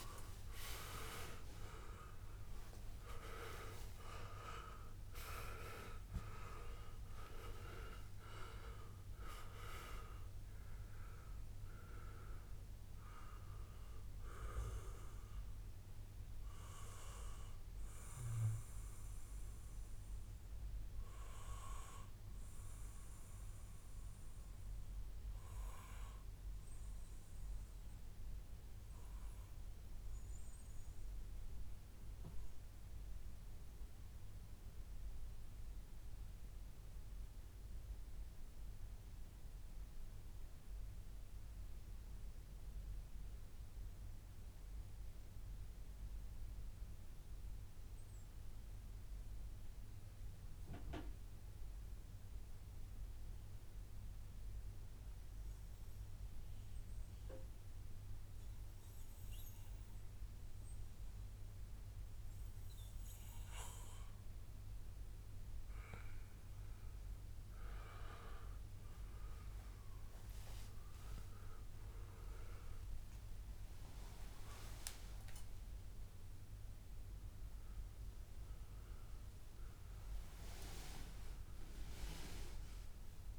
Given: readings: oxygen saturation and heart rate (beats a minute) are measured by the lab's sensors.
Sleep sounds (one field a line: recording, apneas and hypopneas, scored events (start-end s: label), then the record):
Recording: breathing in sleep by a room microphone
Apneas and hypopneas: 1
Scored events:
0.00-5.50 s: arousal
0.00-7.00 s: oxygen desaturation (device-marked, oxygen 88% lowest, heart rate 77 extreme)
22.00-35.00 s: oxygen desaturation (device-marked, oxygen 89% before, 84% lowest, heart rate 138 before, 89 extreme)
22.50-63.50 s: mixed apnea (oxygen 90% before, 84% lowest, heart rate 138 before, 89 extreme, up 53 after)
53.50-55.50 s: long interval between heartbeats (device-marked, heart rate 144 before, 106 extreme)
56.50-58.50 s: long interval between heartbeats (device-marked, heart rate 138 before, 89 extreme)
62.00-64.00 s: long interval between heartbeats (device-marked, heart rate 123 before, 118 extreme)
65.50-70.50 s: arousal
From the record:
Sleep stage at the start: REM sleep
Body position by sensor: on the back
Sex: male